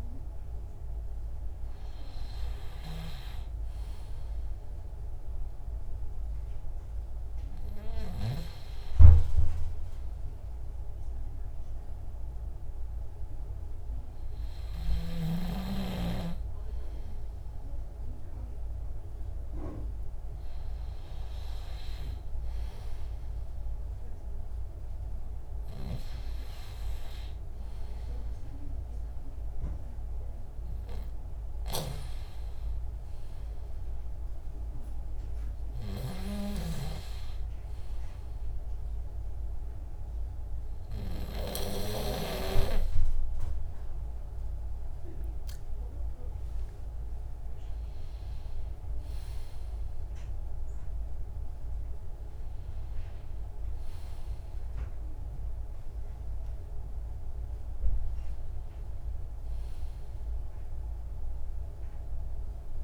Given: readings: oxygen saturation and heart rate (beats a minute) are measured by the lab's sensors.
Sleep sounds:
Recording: breathing in sleep by a room microphone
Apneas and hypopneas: none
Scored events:
0.00-14.00 s: oxygen desaturation (device-marked, oxygen 94% lowest, heart rate 48 extreme)
45.00-49.00 s: arousal
From the record:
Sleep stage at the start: N2 (light sleep)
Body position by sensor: on the back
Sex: male

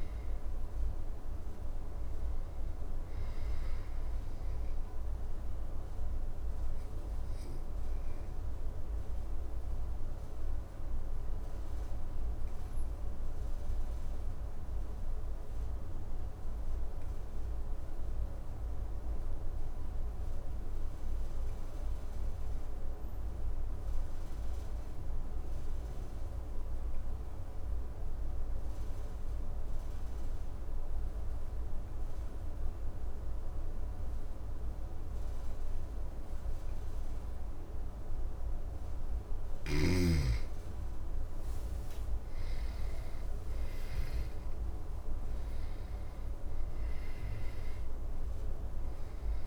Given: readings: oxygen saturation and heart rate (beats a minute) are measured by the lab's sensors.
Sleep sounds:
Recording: breathing in sleep, hard to hear, by a room microphone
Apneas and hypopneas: 1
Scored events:
0.00-19.00 s: oxygen desaturation (device-marked, oxygen 86% lowest, heart rate 52 extreme)
4.50-37.50 s: obstructive apnea (oxygen 100% before, 85% lowest, heart rate 60 before, 52 extreme, up 12 after)
37.00-49.47 s: oxygen desaturation (device-marked, oxygen 99% before, 85% lowest, heart rate 54 before, 53 extreme)
38.50-42.00 s: snoring (device-marked)
40.00-45.00 s: arousal
From the record:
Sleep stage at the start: N2 (light sleep)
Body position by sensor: on the back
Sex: male

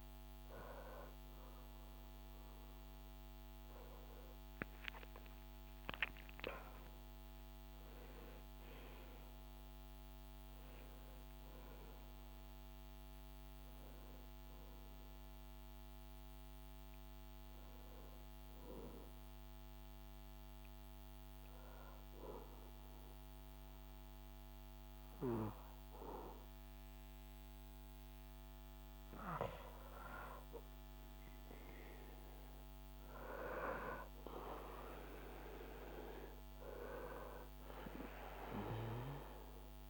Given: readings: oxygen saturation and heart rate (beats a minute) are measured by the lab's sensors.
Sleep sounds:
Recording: breathing in sleep by a microphone on the trachea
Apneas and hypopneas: 1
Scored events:
16.00-39.89 s: new sleep stage, N2 (light sleep)
18.50-30.00 s: hypopnea (oxygen 98% before, 96% lowest, heart rate 83 before, 74 extreme, up 5 after)
32.50-36.50 s: arousal
From the record:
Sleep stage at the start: N1 (lightest sleep)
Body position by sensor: on the back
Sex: male

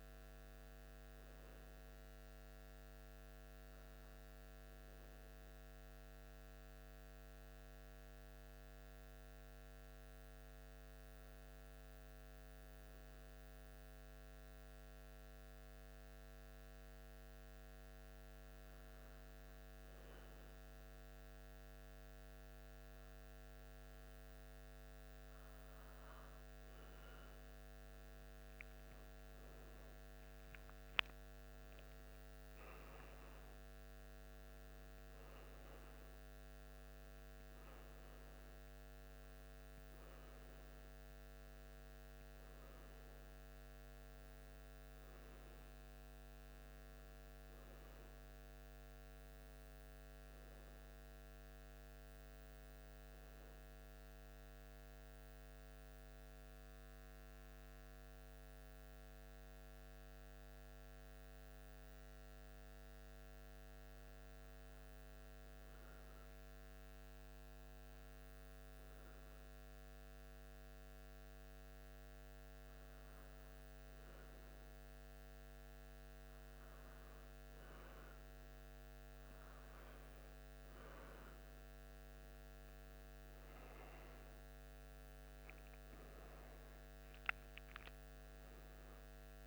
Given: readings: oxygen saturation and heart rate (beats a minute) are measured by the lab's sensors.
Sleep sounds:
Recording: breathing in sleep, hard to hear, by a microphone on the trachea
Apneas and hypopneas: 2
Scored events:
5.50-23.50 s: hypopnea (oxygen 96% before, 92% lowest, heart rate 76 before, 75 extreme, up 1 after)
29.50-33.50 s: arousal
54.00-70.50 s: hypopnea (oxygen 93% before, 91% lowest, heart rate 76 before, 73 extreme, up 3 after)
73.00-76.50 s: arousal
75.50-89.47 s: oxygen desaturation (device-marked, oxygen 95% before, 91% lowest, heart rate 76 before, 75 extreme)
From the record:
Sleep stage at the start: N1 (lightest sleep)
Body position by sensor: on the back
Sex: male

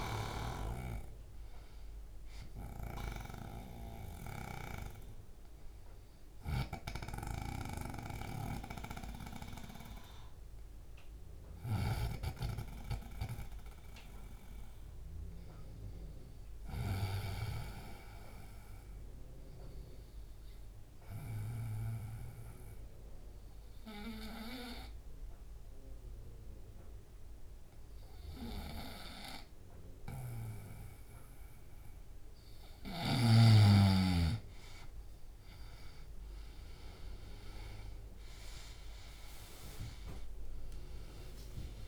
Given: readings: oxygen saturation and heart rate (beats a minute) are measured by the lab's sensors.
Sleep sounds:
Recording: breathing in sleep by a room microphone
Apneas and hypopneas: 1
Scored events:
0.00-12.00 s: snoring (device-marked)
1.00-20.00 s: oxygen desaturation (device-marked, oxygen 98% before, 94% lowest, heart rate 70 before, 68 extreme)
19.50-32.00 s: obstructive apnea (oxygen 98% before, 92% lowest, heart rate 74 before, 68 extreme, up 3 after)
37.00-41.88 s: oxygen desaturation (device-marked, oxygen 97% before, 93% lowest, heart rate 69 before, 74 extreme)
37.50-41.88 s: arousal
From the record:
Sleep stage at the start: N2 (light sleep)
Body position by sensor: on the right side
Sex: male

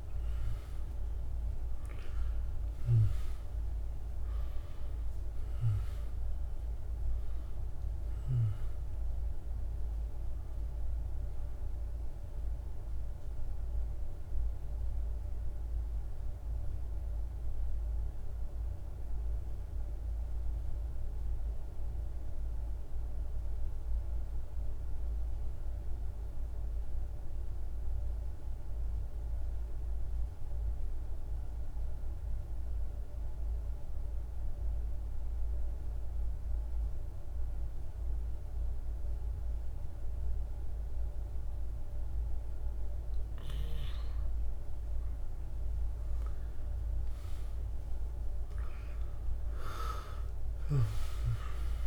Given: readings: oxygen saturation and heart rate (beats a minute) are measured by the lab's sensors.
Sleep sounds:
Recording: breathing in sleep, hard to hear, by a room microphone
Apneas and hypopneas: 1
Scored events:
0.00-4.00 s: arousal
0.00-21.50 s: oxygen desaturation (device-marked, oxygen 90% lowest, heart rate 51 extreme)
14.50-42.50 s: mixed apnea (oxygen 98% before, 88% lowest, heart rate 55 before, 51 extreme, up 3 after)
39.50-51.87 s: oxygen desaturation (device-marked, oxygen 98% before, 88% lowest, heart rate 52 before, 49 extreme)
46.50-51.50 s: arousal
From the record:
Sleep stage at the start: N2 (light sleep)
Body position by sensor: on the back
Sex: male

